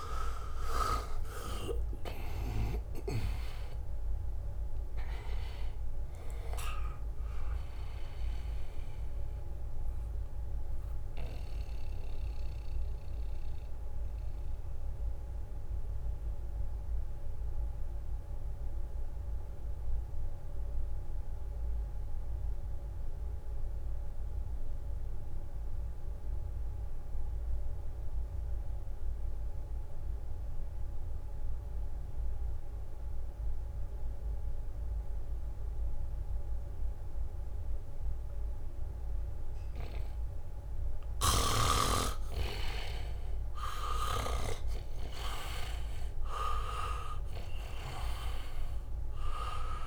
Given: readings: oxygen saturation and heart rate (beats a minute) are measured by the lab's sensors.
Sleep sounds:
breathing in sleep by a room microphone; 1
0.00-31.50 s: oxygen desaturation (device-marked, oxygen 82% lowest, heart rate 63 extreme)
1.00-5.50 s: arousal
11.50-40.00 s: mixed apnea (oxygen 99% before, 78% lowest, heart rate 68 before, 63 extreme, up 1 after)
32.50-39.50 s: leg movement (device-marked)
38.50-49.87 s: oxygen desaturation (device-marked, oxygen 99% before, 78% lowest, heart rate 68 before, 64 extreme)
43.00-47.50 s: arousal
From the record:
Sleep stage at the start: N2 (light sleep); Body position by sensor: on the back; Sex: male

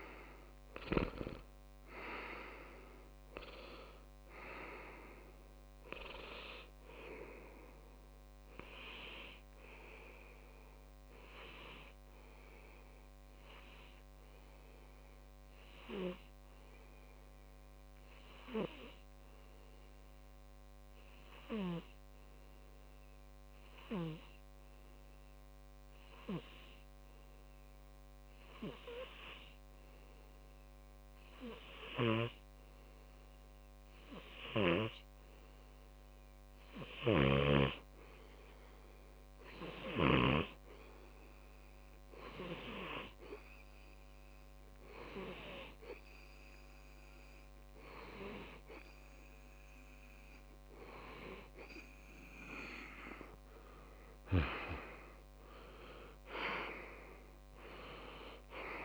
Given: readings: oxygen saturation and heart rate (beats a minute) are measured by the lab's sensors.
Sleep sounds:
breathing in sleep by a microphone on the trachea; 1
12.00-37.50 s: obstructive apnea (oxygen 98% before, 94% lowest)
41.50-45.50 s: arousal
From the record:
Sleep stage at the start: N2 (light sleep); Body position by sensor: on the back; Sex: male

